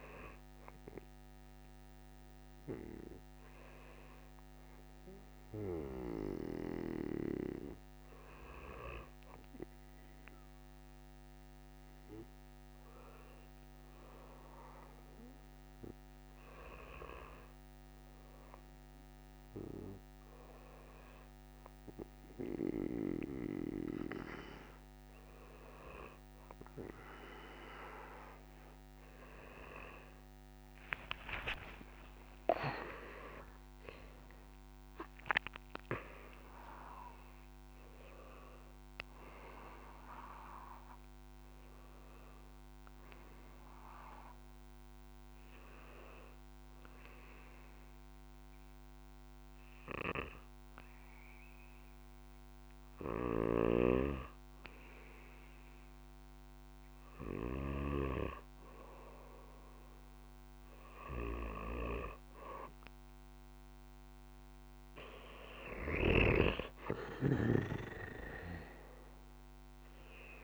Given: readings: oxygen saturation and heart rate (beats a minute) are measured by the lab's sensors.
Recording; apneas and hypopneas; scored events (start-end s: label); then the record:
breathing in sleep by a microphone on the trachea; 1
31.50-35.50 s: arousal
47.00-59.00 s: hypopnea (oxygen 96% before, 92% lowest, heart rate 67 before, 58 extreme, up 5 after)
62.50-66.50 s: arousal
66.00-70.44 s: oxygen desaturation (device-marked, oxygen 97% before, 92% lowest, heart rate 59 before, 57 extreme)
From the record:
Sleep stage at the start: REM sleep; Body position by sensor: on the back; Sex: male